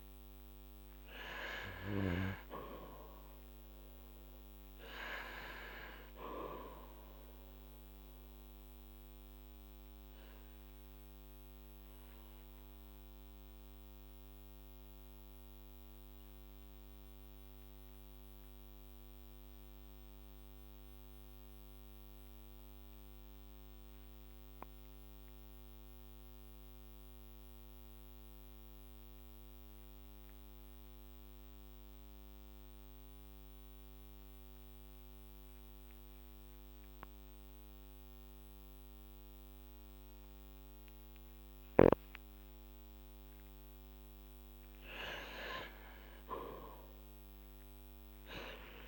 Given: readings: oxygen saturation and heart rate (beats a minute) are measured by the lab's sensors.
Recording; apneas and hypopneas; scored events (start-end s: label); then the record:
breathing in sleep by a microphone on the trachea; 1
0.00-1.00 s: oxygen desaturation (device-marked, oxygen 95% lowest, heart rate 49 extreme)
0.00-3.00 s: arousal
10.00-17.00 s: oxygen desaturation (device-marked, oxygen 99% before, 96% lowest, heart rate 55 before, 49 extreme)
10.00-43.50 s: obstructive apnea (oxygen 99% before, 93% lowest, heart rate 55 before, 45 extreme, up 8 after)
34.00-48.88 s: oxygen desaturation (device-marked, oxygen 99% before, 95% lowest, heart rate 50 before, 45 extreme)
45.50-48.88 s: arousal
From the record:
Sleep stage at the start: N2 (light sleep); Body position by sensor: on the back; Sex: male